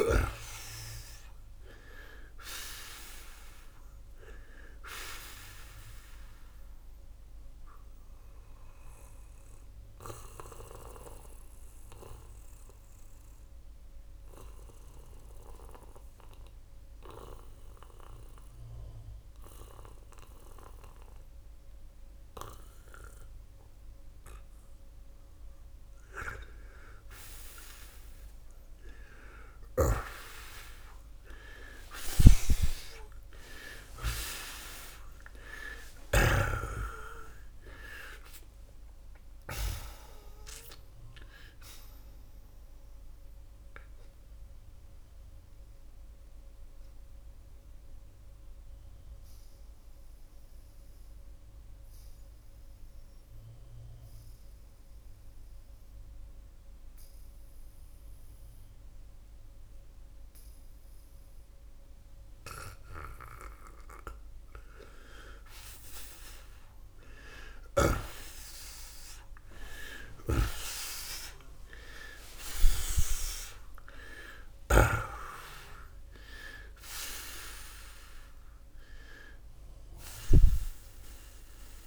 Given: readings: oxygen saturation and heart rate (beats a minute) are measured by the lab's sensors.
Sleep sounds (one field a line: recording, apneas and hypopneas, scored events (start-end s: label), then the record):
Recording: breathing in sleep by a room microphone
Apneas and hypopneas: 2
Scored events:
0.00-1.00 s: arousal
0.00-1.50 s: oxygen desaturation (device-marked, oxygen 85% lowest, heart rate 75 extreme)
6.00-26.00 s: mixed apnea (oxygen 90% before, 81% lowest, heart rate 105 before, 77 extreme, up 48 after)
15.50-33.50 s: oxygen desaturation (device-marked, oxygen 90% before, 84% lowest, heart rate 112 before, 72 extreme)
31.50-35.50 s: arousal
40.50-66.50 s: oxygen desaturation (device-marked, oxygen 92% before, 81% lowest, heart rate 119 before, 72 extreme)
44.50-64.50 s: mixed apnea (oxygen 92% before, 81% lowest, heart rate 118 before, 72 extreme, up 27 after)
67.50-71.50 s: arousal
From the record:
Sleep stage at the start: N2 (light sleep)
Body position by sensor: on the back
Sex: male